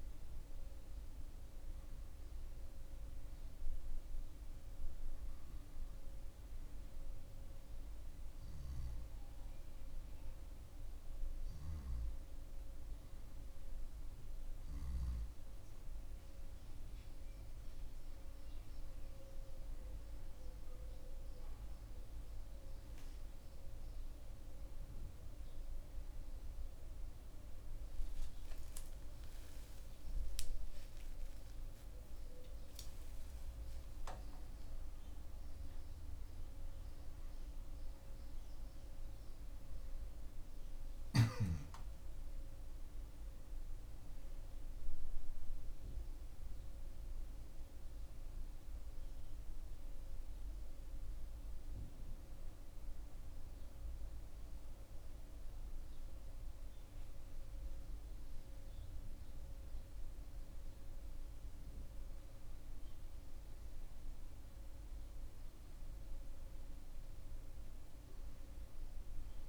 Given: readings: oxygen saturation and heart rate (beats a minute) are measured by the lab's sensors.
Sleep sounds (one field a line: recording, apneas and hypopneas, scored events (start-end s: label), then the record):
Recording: breathing in sleep, hard to hear, by a room microphone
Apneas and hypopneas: 1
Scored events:
0.00-3.50 s: oxygen desaturation (device-marked, oxygen 92% lowest)
5.50-16.50 s: hypopnea (oxygen 95% before, 92% lowest)
28.00-34.50 s: arousal
From the record:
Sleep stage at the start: N2 (light sleep)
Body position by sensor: on the back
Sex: male